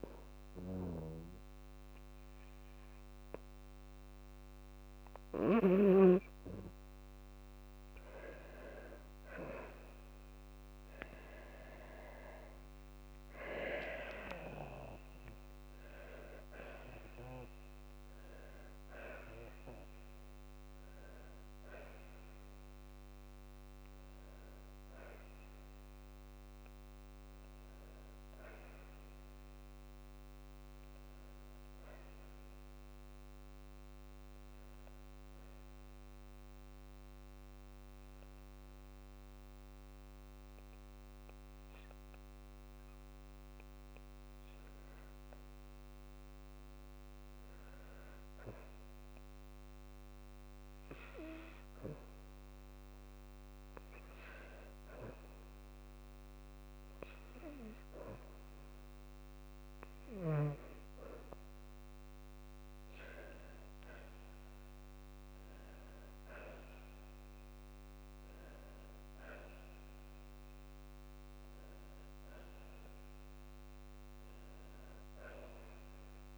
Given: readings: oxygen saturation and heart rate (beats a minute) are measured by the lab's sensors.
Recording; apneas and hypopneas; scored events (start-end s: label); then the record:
breathing in sleep by a microphone on the trachea; 1
10.00-14.50 s: arousal
18.00-20.00 s: long interval between heartbeats (device-marked, heart rate 54 before, 67 extreme)
24.50-26.50 s: long interval between heartbeats (device-marked, heart rate 59 before, 64 extreme)
27.50-29.50 s: long interval between heartbeats (device-marked, heart rate 61 before, 71 extreme)
36.00-47.00 s: obstructive apnea (oxygen 98% before, 94% lowest, heart rate 65 before, 51 extreme, up 2 after)
49.00-52.00 s: arousal
From the record:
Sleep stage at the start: N2 (light sleep); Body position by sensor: on the back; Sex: female